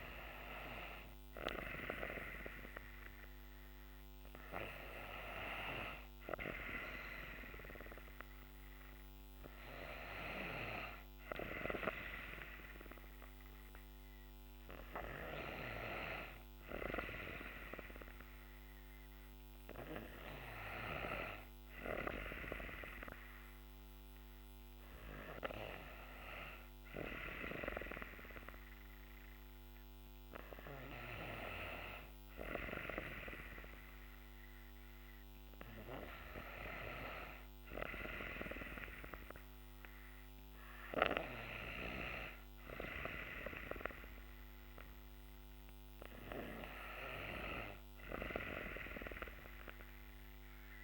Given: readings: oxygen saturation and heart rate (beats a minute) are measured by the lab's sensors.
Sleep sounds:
breathing in sleep by a microphone on the trachea; none
none scored
From the record:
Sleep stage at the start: N2 (light sleep); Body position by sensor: on the back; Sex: female

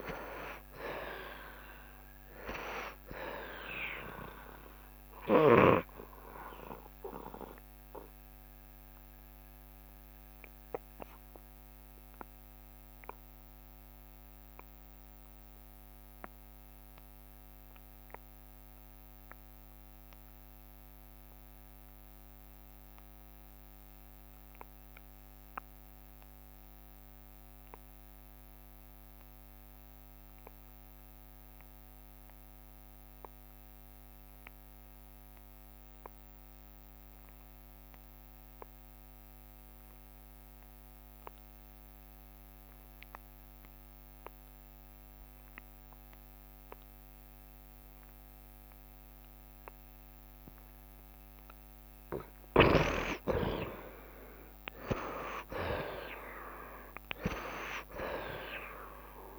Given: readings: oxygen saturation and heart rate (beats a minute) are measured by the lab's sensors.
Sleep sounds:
breathing in sleep by a microphone on the trachea; 1
0.00-1.00 s: arousal
0.00-19.50 s: oxygen desaturation (device-marked, oxygen 63% lowest, heart rate 72 extreme)
10.00-52.00 s: obstructive apnea (oxygen 70% before, 62% lowest, heart rate 81 before, 70 extreme, up 23 after)
11.00-13.00 s: long interval between heartbeats (device-marked, heart rate 81 before, 85 extreme)
18.00-20.00 s: long interval between heartbeats (device-marked, heart rate 84 before, 100 extreme)
32.50-59.39 s: oxygen desaturation (device-marked, oxygen 91% before, 62% lowest, heart rate 85 before, 70 extreme)
52.50-54.50 s: long interval between heartbeats (device-marked, heart rate 75 before, 92 extreme)
54.00-59.00 s: arousal
From the record:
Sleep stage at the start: N2 (light sleep); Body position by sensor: on the right side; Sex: male

